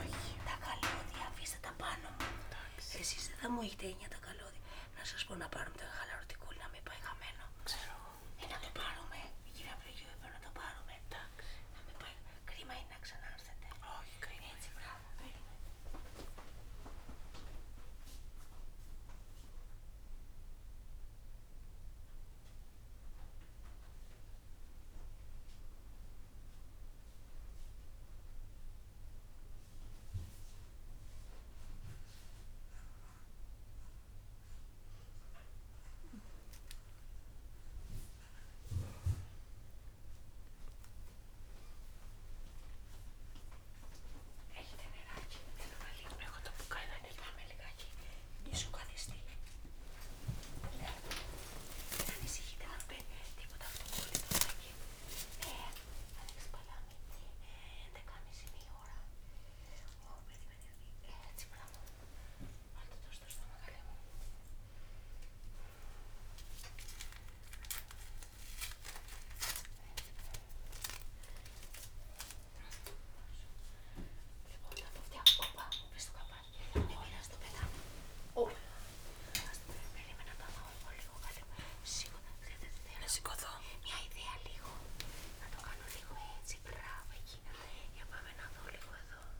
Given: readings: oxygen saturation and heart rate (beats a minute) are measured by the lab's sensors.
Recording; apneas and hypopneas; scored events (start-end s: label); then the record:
a person awake in a sleep study, by a room microphone; none
0.00-1.50 s: drop in pulse transit time (device-marked)
0.00-1.50 s: long interval between heartbeats (device-marked)
1.50-3.50 s: long interval between heartbeats (device-marked)
4.00-6.00 s: long interval between heartbeats (device-marked, heart rate 35 before, 70 extreme)
12.50-35.50 s: drop in pulse transit time (device-marked)
14.50-16.50 s: long interval between heartbeats (device-marked)
18.00-20.00 s: long interval between heartbeats (device-marked, heart rate 51 before, 28 extreme)
46.50-48.50 s: long interval between heartbeats (device-marked)
54.50-56.50 s: long interval between heartbeats (device-marked)
66.00-68.00 s: long interval between heartbeats (device-marked, heart rate 67 before, 89 extreme)
68.00-70.00 s: long interval between heartbeats (device-marked, heart rate 74 before, 97 extreme)
70.50-72.50 s: long interval between heartbeats (device-marked, heart rate 84 before, 99 extreme)
70.50-74.50 s: drop in pulse transit time (device-marked, heart rate 84 before, 93 extreme)
74.50-80.50 s: tachycardia (device-marked, heart rate 45 before, 106 extreme)
78.00-80.00 s: long interval between heartbeats (device-marked, heart rate 94 before, 101 extreme)
81.00-83.00 s: long interval between heartbeats (device-marked, heart rate 95 before, 102 extreme)
81.50-89.40 s: tachycardia (device-marked, heart rate 46 before, 138 extreme)
84.50-86.50 s: long interval between heartbeats (device-marked, heart rate 97 before, 114 extreme)
84.50-88.50 s: drop in pulse transit time (device-marked, heart rate 97 before, 114 extreme)
From the record:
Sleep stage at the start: awake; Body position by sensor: on the right side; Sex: female